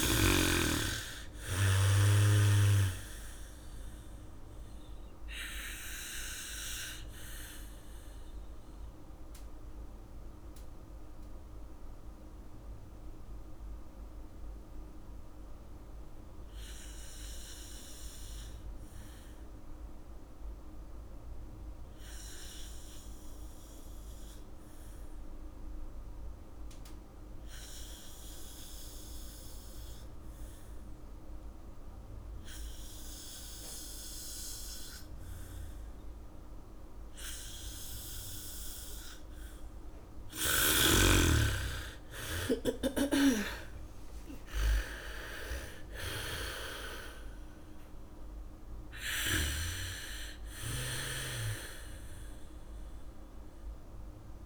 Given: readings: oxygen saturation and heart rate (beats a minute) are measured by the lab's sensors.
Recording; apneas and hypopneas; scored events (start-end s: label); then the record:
breathing in sleep by a room microphone; 1
0.00-1.00 s: arousal
0.00-22.00 s: oxygen desaturation (device-marked, oxygen 76% lowest, heart rate 52 extreme)
6.50-41.00 s: mixed apnea (oxygen 95% before, 76% lowest, heart rate 62 before, 52 extreme, up 16 after)
29.00-43.00 s: bradycardia (device-marked, heart rate 69 before, 55 extreme)
32.00-54.46 s: oxygen desaturation (device-marked, oxygen 98% before, 77% lowest, heart rate 76 before, 51 extreme)
42.00-46.00 s: arousal
From the record:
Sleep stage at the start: N2 (light sleep); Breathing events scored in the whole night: 246 in 3.3 hours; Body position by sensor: on the back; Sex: female